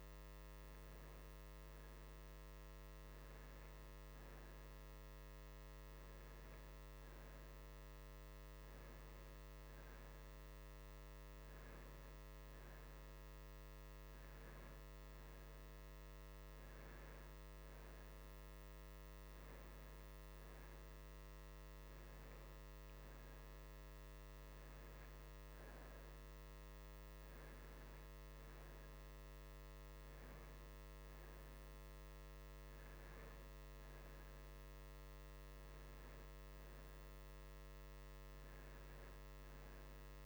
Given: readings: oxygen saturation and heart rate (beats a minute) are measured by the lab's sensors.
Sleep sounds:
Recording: breathing in sleep, hard to hear, by a microphone on the trachea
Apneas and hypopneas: none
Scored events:
none scored
From the record:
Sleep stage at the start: N2 (light sleep)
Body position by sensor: on the right side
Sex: male

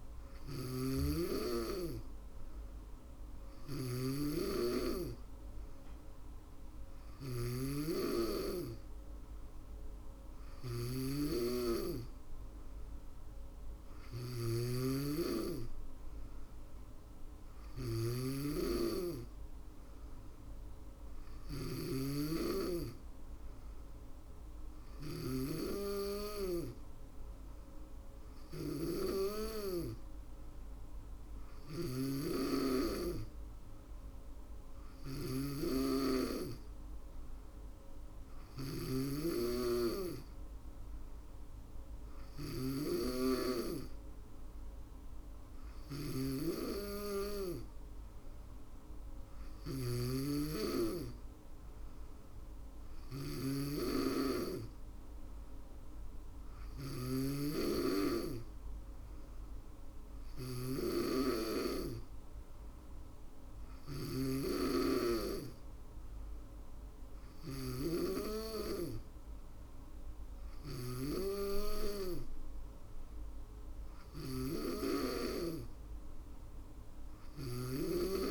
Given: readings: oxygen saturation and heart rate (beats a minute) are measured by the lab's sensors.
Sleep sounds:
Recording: breathing in sleep by a room microphone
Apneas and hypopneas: none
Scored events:
0.00-56.00 s: snoring (device-marked)
62.50-78.31 s: snoring (device-marked)
70.00-78.31 s: drop in pulse transit time (device-marked, heart rate 63 before, 63 extreme)
From the record:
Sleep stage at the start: N2 (light sleep)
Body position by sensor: on the back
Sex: female

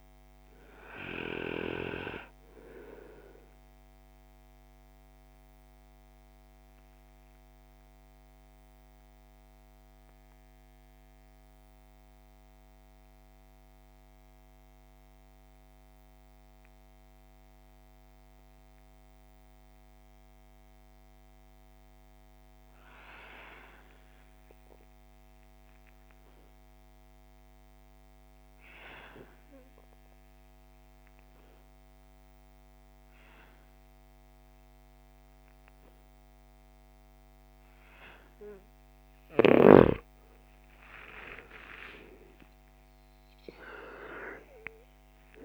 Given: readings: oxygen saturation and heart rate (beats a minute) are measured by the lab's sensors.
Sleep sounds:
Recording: breathing in sleep by a microphone on the trachea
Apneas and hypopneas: 1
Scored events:
0.00-22.00 s: oxygen desaturation (device-marked, oxygen 78% lowest)
4.50-38.00 s: mixed apnea (oxygen 93% before, 78% lowest)
29.00-45.45 s: oxygen desaturation (device-marked, oxygen 98% before, 83% lowest)
From the record:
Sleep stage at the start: N2 (light sleep)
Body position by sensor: on the back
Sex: male

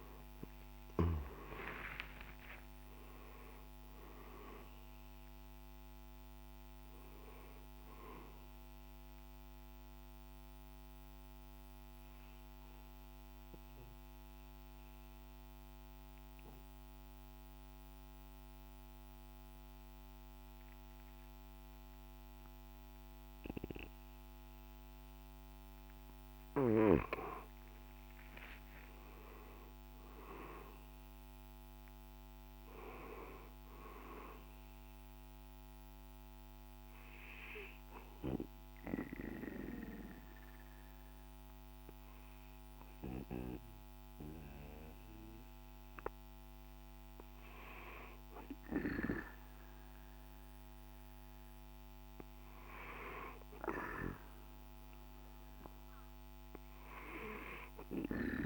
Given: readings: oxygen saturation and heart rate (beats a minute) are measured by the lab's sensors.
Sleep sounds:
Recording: breathing in sleep by a microphone on the trachea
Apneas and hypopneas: 2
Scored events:
0.00-3.00 s: arousal
0.00-11.50 s: drop in pulse transit time (device-marked, heart rate 58 extreme)
0.00-25.50 s: oxygen desaturation (device-marked, oxygen 88% lowest, heart rate 55 extreme)
9.50-25.50 s: obstructive apnea (oxygen 97% before, 88% lowest, heart rate 64 before, 55 extreme, up 7 after)
27.00-31.00 s: arousal
34.00-46.00 s: obstructive apnea (oxygen 98% before, 90% lowest, heart rate 58 before, 56 extreme, up 0 after)
42.50-54.50 s: oxygen desaturation (device-marked, oxygen 97% before, 91% lowest, heart rate 59 before, 56 extreme)
48.00-52.00 s: arousal
From the record:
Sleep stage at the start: N2 (light sleep)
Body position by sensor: on the right side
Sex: male

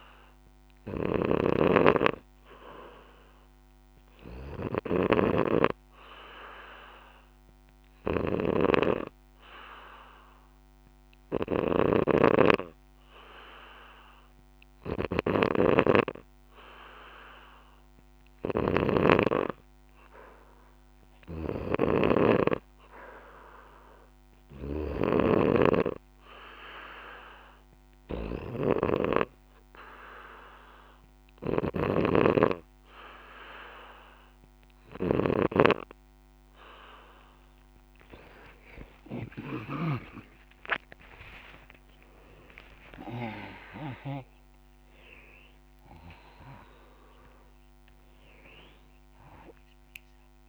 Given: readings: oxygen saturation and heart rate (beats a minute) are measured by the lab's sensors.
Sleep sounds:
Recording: breathing in sleep by a microphone on the trachea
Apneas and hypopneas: 1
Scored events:
0.00-29.00 s: snoring (device-marked)
4.50-18.00 s: hypopnea (oxygen 95% before, 92% lowest, heart rate 63 before, 62 extreme, up 1 after)
31.00-40.00 s: snoring (device-marked)
42.50-50.49 s: new sleep stage, awake
From the record:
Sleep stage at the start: N2 (light sleep)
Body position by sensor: on the back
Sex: male

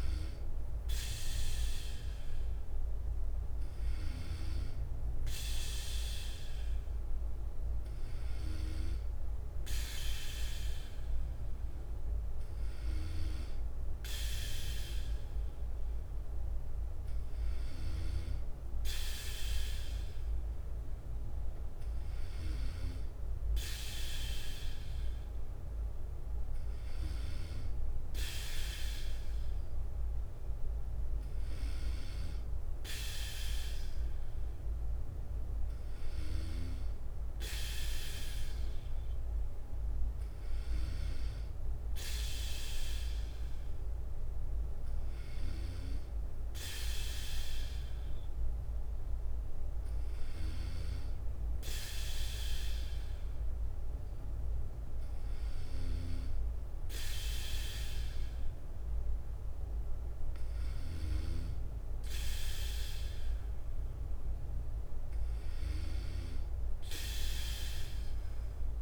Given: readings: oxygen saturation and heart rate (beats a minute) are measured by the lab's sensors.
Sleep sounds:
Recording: breathing in sleep by a room microphone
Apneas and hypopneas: none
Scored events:
0.00-18.00 s: bradycardia (device-marked, heart rate 57 extreme)
21.00-34.00 s: bradycardia (device-marked, heart rate 58 before, 56 extreme)
35.00-37.00 s: bradycardia (device-marked, heart rate 58 before, 59 extreme)
39.00-58.00 s: bradycardia (device-marked, heart rate 58 before, 56 extreme)
61.00-68.82 s: bradycardia (device-marked, heart rate 58 before, 55 extreme)
From the record:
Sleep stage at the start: N2 (light sleep)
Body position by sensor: on the back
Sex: male

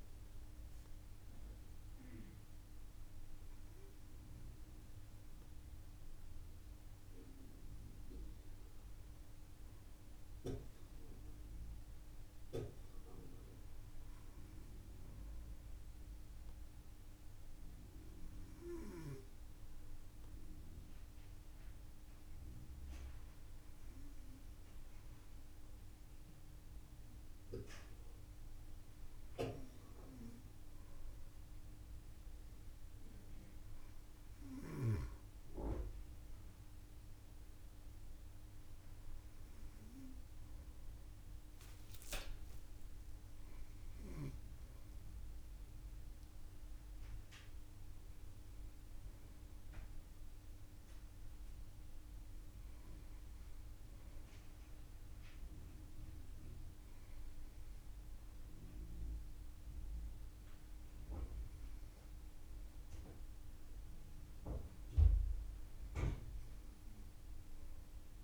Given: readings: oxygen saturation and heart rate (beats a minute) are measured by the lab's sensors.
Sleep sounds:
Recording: breathing in sleep by a room microphone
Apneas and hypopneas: none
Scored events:
none scored
From the record:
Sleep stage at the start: N2 (light sleep)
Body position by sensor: on the front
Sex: female

